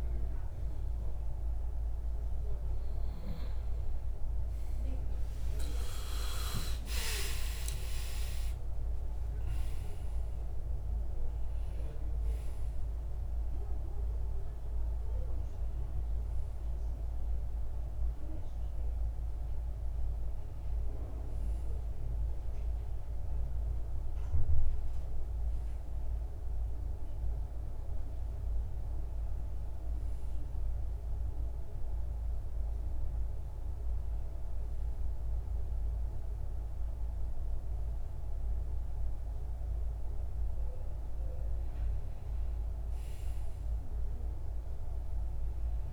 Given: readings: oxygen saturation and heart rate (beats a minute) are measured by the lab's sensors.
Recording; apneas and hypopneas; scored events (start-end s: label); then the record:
breathing in sleep by a room microphone; none
5.50-9.00 s: arousal
40.00-45.93 s: new sleep stage, N2 (light sleep)
43.00-45.93 s: oxygen desaturation (device-marked, oxygen 99% before, 95% lowest, heart rate 83 before, 80 extreme)
From the record:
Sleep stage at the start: N1 (lightest sleep); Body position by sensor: on the back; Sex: male